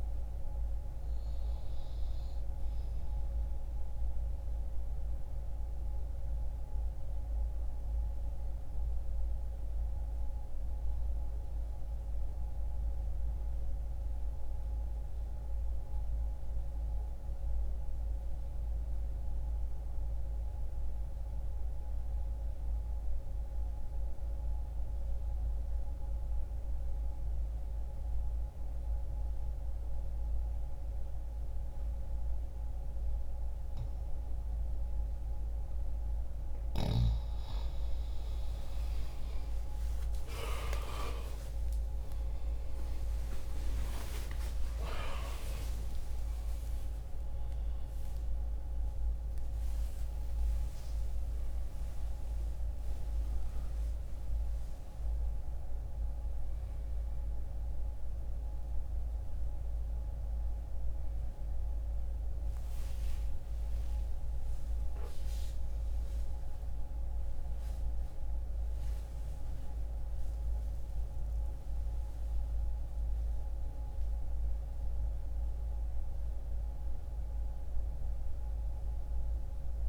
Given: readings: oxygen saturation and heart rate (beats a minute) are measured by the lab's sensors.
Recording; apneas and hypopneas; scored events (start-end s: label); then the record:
a person partly awake in a sleep study, hard to hear, by a room microphone; 1
0.00-24.50 s: oxygen desaturation (device-marked, oxygen 84% lowest, heart rate 60 extreme)
4.00-34.50 s: obstructive apnea (oxygen 97% before, 84% lowest, heart rate 60 before, 60 extreme, up 57 after)
38.50-68.50 s: new sleep stage, awake
61.50-79.89 s: oxygen desaturation (device-marked, oxygen 91% before, 88% lowest, heart rate 108 before, 60 extreme)
68.50-79.89 s: new sleep stage, N1 (lightest sleep)
From the record:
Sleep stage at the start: N2 (light sleep); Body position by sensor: on the left side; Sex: male